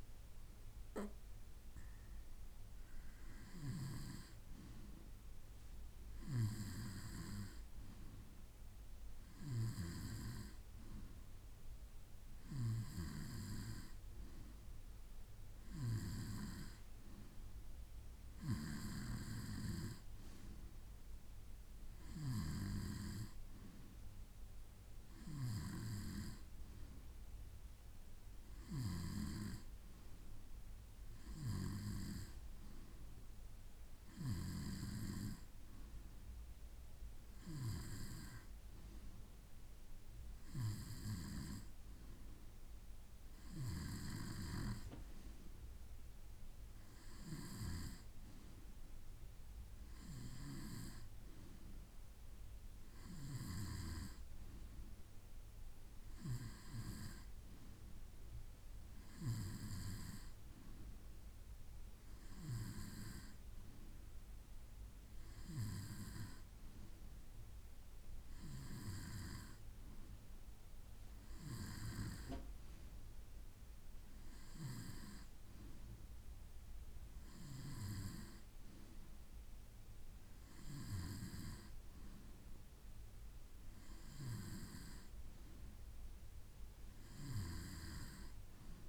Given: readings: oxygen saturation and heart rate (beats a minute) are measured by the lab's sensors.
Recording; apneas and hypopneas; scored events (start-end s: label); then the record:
breathing in sleep by a room microphone; none
none scored
From the record:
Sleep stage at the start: N2 (light sleep); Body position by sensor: on the right side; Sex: male